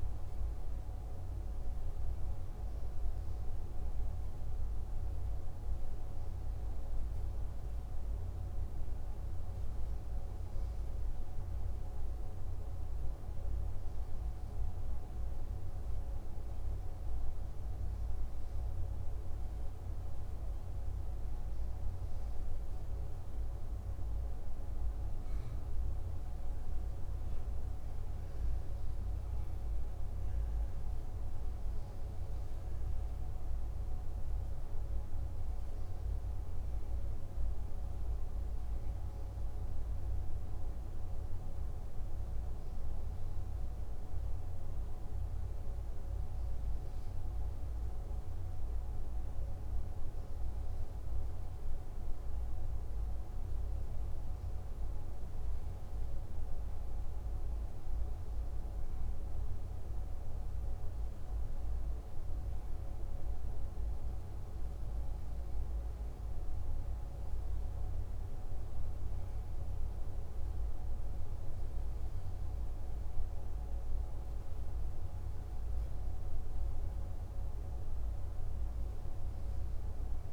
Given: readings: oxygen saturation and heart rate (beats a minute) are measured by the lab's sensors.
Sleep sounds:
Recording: breathing in sleep, hard to hear, by a room microphone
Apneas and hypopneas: none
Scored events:
none scored
From the record:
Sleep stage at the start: N2 (light sleep)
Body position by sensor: on the back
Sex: male

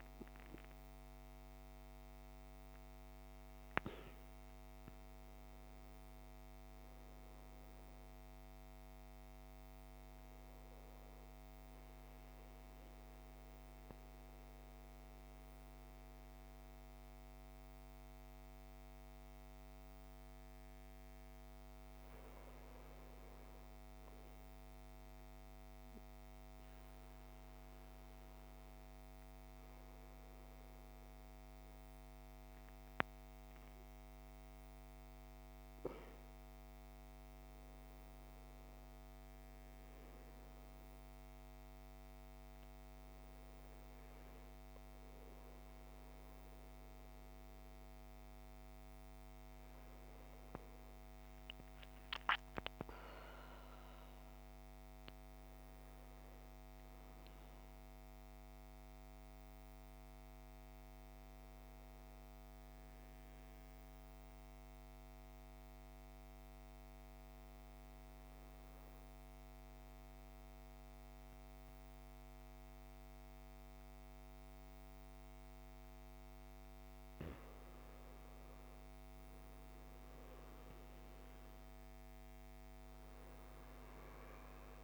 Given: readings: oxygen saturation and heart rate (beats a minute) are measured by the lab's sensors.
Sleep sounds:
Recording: breathing in sleep, hard to hear, by a microphone on the trachea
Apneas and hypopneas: 3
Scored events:
0.00-11.50 s: oxygen desaturation (device-marked, oxygen 90% lowest, heart rate 54 extreme)
11.50-22.50 s: central apnea (oxygen 98% before, 92% lowest, heart rate 59 before, 54 extreme, up 6 after)
25.00-29.00 s: arousal
32.50-43.50 s: oxygen desaturation (device-marked, oxygen 97% before, 94% lowest, heart rate 57 before, 55 extreme)
39.00-50.00 s: obstructive apnea (oxygen 98% before, 93% lowest, heart rate 57 before, 55 extreme, up 14 after)
50.50-55.00 s: arousal
62.50-76.00 s: obstructive apnea (oxygen 97% before, 93% lowest, heart rate 62 before, 55 extreme, up 5 after)
78.00-81.50 s: arousal
81.50-84.84 s: oxygen desaturation (device-marked, oxygen 97% before, 93% lowest, heart rate 57 before, 55 extreme)
From the record:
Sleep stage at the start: N2 (light sleep)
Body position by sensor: on the right side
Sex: male

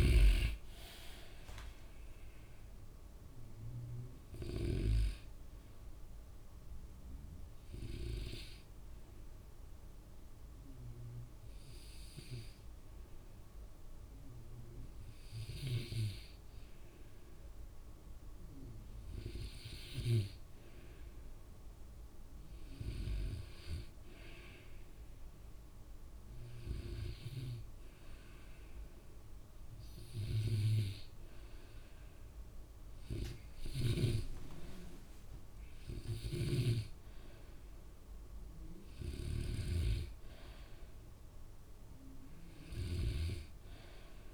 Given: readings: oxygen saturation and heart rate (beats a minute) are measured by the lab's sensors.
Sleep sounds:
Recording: breathing in sleep by a room microphone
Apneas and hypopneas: 1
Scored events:
8.50-20.50 s: hypopnea (oxygen 96% before, 94% lowest, heart rate 70 before, 62 extreme, up 5 after)
24.00-27.50 s: arousal
From the record:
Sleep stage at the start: N2 (light sleep)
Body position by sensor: on the back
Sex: male

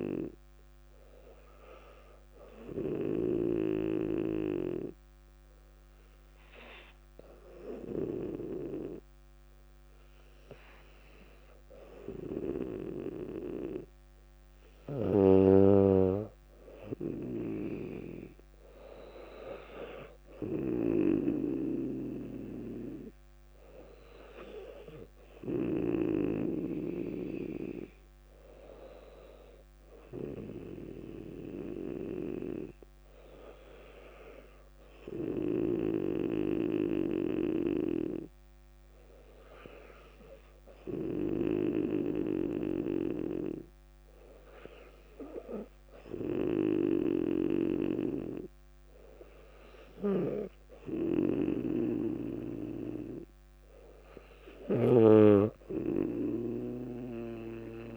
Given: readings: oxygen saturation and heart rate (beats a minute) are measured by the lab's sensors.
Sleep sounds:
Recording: breathing in sleep by a microphone on the trachea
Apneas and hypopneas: 1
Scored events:
15.50-20.00 s: arousal
36.00-53.00 s: hypopnea (oxygen 99% before, 96% lowest, heart rate 61 before, 58 extreme, up 3 after)
54.50-57.97 s: snoring (device-marked)
From the record:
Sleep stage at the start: N2 (light sleep)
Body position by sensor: on the back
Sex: female

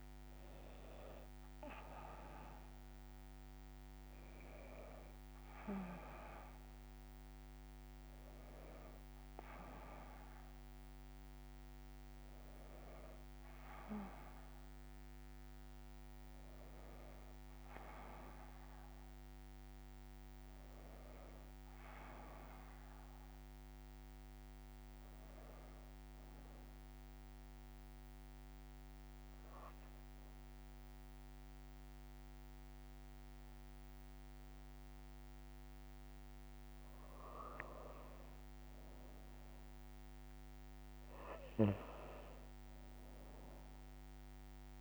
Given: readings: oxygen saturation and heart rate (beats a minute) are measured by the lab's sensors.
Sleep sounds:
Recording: breathing in sleep by a microphone on the trachea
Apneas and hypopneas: 1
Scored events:
0.00-19.50 s: oxygen desaturation (device-marked, oxygen 92% lowest, heart rate 55 extreme)
25.50-36.00 s: hypopnea (oxygen 97% before, 92% lowest, heart rate 58 before, 55 extreme, up 2 after)
38.50-42.50 s: arousal
From the record:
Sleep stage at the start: N2 (light sleep)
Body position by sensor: on the back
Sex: female

